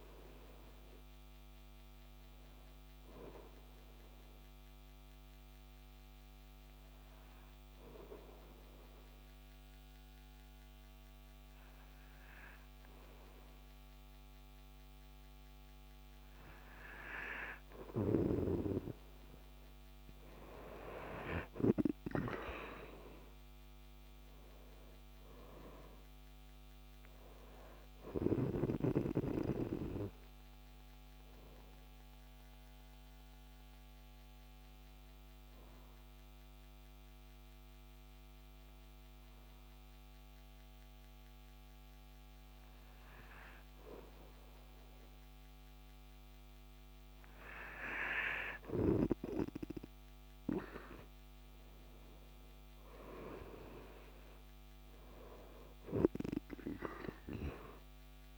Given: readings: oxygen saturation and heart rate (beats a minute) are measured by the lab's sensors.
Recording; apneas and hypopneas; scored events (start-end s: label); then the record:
breathing in sleep by a microphone on the trachea; 2
5.00-17.50 s: obstructive apnea (oxygen 94% before, 92% lowest, heart rate 54 before, 50 extreme, up 6 after)
21.50-25.50 s: arousal
33.00-45.00 s: obstructive apnea (oxygen 95% before, 92% lowest, heart rate 53 before, 49 extreme, up 7 after)
48.50-53.00 s: arousal
From the record:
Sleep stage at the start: N2 (light sleep); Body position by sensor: on the right side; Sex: male